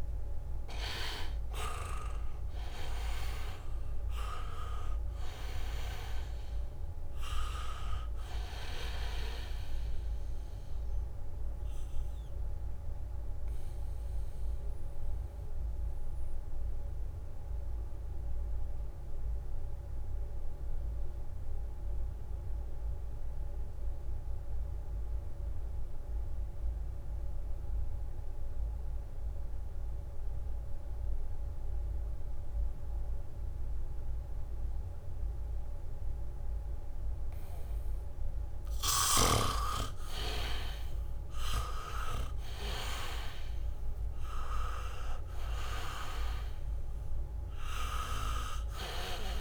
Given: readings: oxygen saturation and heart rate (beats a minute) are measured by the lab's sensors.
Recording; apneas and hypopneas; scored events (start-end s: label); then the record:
breathing in sleep by a room microphone; 1
0.00-3.00 s: arousal
0.00-27.00 s: oxygen desaturation (device-marked, oxygen 75% lowest, heart rate 63 extreme)
2.50-4.50 s: long interval between heartbeats (device-marked, heart rate 67 before, 70 extreme)
12.00-39.00 s: mixed apnea (oxygen 99% before, 75% lowest, heart rate 69 before, 66 extreme, up 1 after)
34.00-49.41 s: oxygen desaturation (device-marked, oxygen 99% before, 78% lowest, heart rate 71 before, 61 extreme)
34.50-36.50 s: leg movement (device-marked)
38.50-41.00 s: leg movement (device-marked)
42.00-46.00 s: arousal
From the record:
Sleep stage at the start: N2 (light sleep); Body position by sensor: on the back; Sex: male